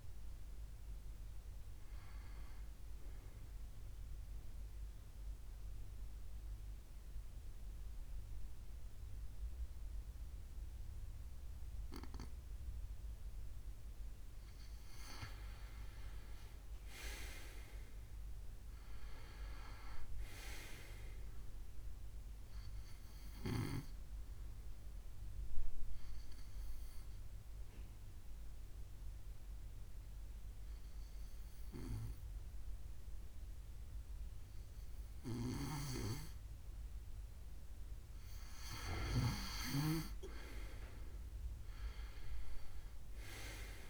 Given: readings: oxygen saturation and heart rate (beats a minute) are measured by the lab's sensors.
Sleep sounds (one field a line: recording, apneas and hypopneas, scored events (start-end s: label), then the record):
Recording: breathing in sleep by a room microphone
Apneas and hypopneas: 2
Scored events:
3.50-14.00 s: obstructive apnea (oxygen 95% before, 90% lowest, heart rate 87 before, 68 extreme, up 4 after)
16.00-19.50 s: arousal
23.50-34.50 s: obstructive apnea (oxygen 95% before, 90% lowest, heart rate 72 before, 68 extreme, up 4 after)
35.50-43.90 s: oxygen desaturation (device-marked, oxygen 95% before, 90% lowest, heart rate 71 before, 70 extreme)
37.50-42.00 s: arousal
From the record:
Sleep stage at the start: N2 (light sleep)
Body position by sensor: on the left side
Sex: male